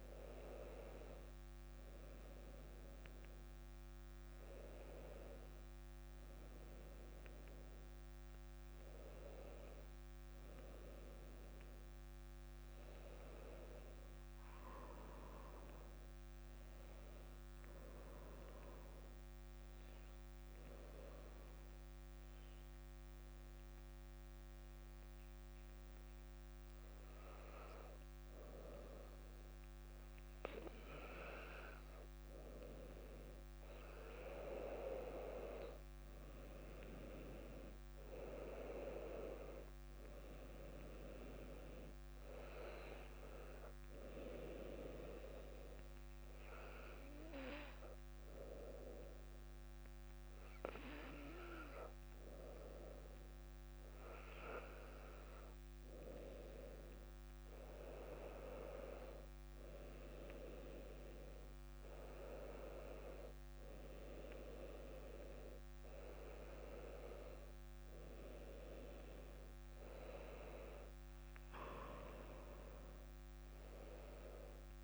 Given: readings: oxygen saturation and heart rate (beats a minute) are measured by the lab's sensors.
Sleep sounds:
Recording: breathing in sleep by a microphone on the trachea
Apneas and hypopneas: 2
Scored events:
20.00-32.00 s: hypopnea (oxygen 98% before, 94% lowest, heart rate 58 before, 57 extreme, up 4 after)
34.50-53.50 s: oxygen desaturation (device-marked, oxygen 98% before, 94% lowest, heart rate 59 before, 58 extreme)
35.00-39.00 s: arousal
46.00-56.50 s: hypopnea (oxygen 98% before, 93% lowest, heart rate 59 before, 58 extreme, up 2 after)
60.50-64.50 s: arousal
From the record:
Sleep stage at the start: N2 (light sleep)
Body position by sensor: on the back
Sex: female

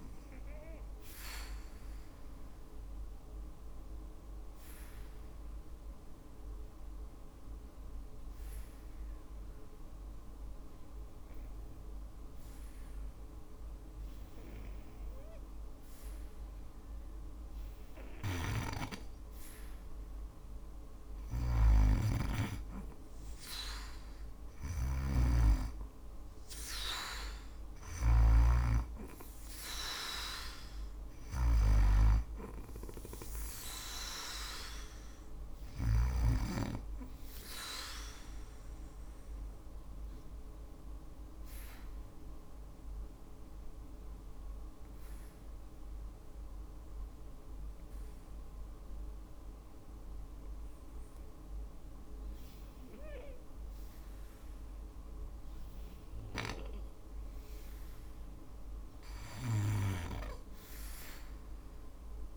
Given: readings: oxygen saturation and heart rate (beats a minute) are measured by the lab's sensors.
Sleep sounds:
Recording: breathing in sleep by a room microphone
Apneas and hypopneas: 2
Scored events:
0.00-12.50 s: oxygen desaturation (device-marked, oxygen 87% lowest, heart rate 55 extreme)
1.50-19.50 s: obstructive apnea (oxygen 97% before, 87% lowest, heart rate 58 before, 55 extreme, up 4 after)
20.50-35.50 s: snoring (device-marked)
21.00-24.50 s: arousal
23.50-47.50 s: oxygen desaturation (device-marked, oxygen 97% before, 88% lowest, heart rate 56 before, 55 extreme)
38.00-55.00 s: obstructive apnea (oxygen 97% before, 79% lowest, heart rate 59 before, 55 extreme, up 2 after)
58.50-62.00 s: arousal
From the record:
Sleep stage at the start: N2 (light sleep)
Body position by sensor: on the back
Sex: female

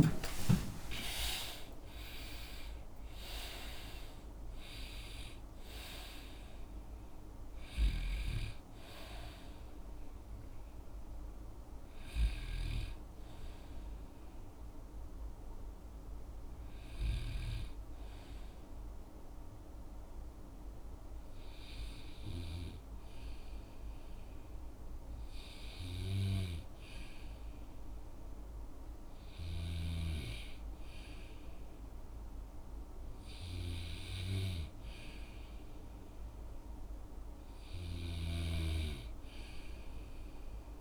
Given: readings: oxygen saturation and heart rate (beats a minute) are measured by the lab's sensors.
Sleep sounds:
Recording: breathing in sleep by a room microphone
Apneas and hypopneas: none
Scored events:
0.00-24.50 s: oxygen desaturation (device-marked, oxygen 72% lowest, heart rate 39 extreme)
From the record:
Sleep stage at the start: REM sleep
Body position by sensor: on the back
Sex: male

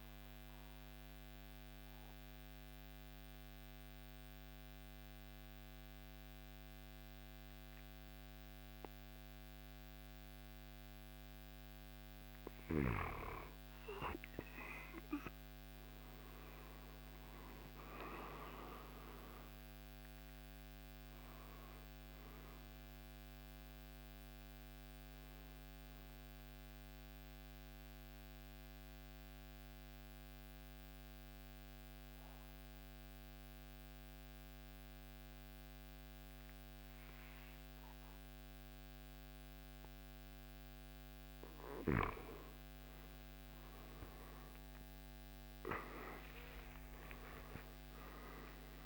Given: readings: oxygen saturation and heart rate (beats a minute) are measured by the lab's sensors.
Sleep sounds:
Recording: breathing in sleep by a microphone on the trachea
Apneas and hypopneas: 2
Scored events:
0.00-8.50 s: oxygen desaturation (device-marked, oxygen 91% lowest, heart rate 65 extreme)
1.00-12.50 s: central apnea (oxygen 97% before, 90% lowest, heart rate 75 before, 65 extreme, up 10 after)
14.50-18.00 s: arousal
19.50-33.50 s: drop in pulse transit time (device-marked, heart rate 69 before, 70 extreme)
21.50-44.50 s: oxygen desaturation (device-marked, oxygen 97% before, 90% lowest, heart rate 69 before, 67 extreme)
26.50-41.00 s: central apnea (oxygen 97% before, 90% lowest, heart rate 70 before, 67 extreme, up 19 after)
42.50-47.50 s: arousal
From the record:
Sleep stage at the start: N2 (light sleep)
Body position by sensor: on the back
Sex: male

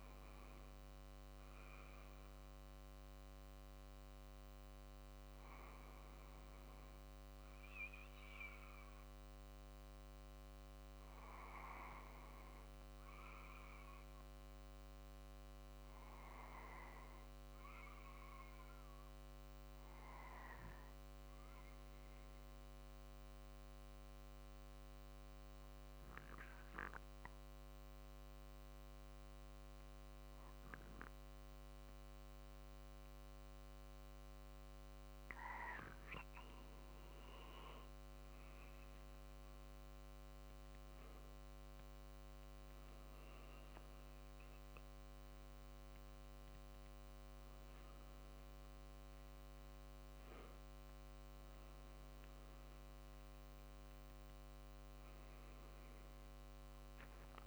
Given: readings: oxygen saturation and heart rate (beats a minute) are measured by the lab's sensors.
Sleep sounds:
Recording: breathing in sleep by a microphone on the trachea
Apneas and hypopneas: 1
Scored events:
21.00-37.00 s: obstructive apnea (oxygen 96% before, 91% lowest, heart rate 48 before, 48 extreme, up 2 after)
43.00-57.47 s: drop in pulse transit time (device-marked, heart rate 49 before, 50 extreme)
44.50-49.50 s: arousal
From the record:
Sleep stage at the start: N2 (light sleep)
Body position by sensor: on the back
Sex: male

